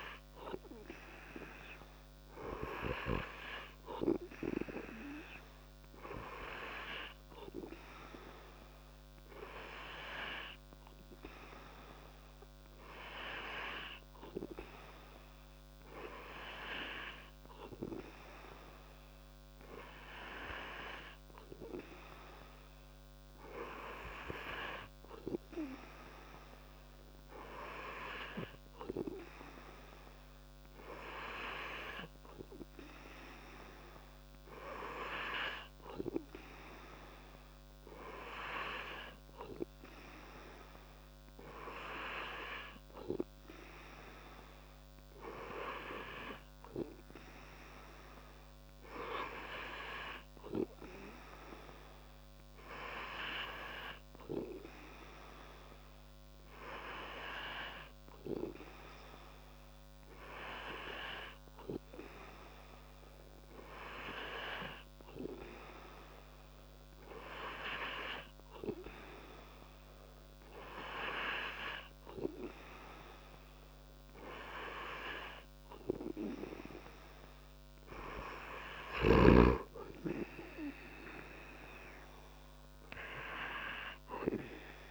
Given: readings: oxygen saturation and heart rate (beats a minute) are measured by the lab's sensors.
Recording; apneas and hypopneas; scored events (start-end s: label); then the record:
breathing in sleep by a microphone on the trachea; none
none scored
From the record:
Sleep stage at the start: N2 (light sleep); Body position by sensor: on the back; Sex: male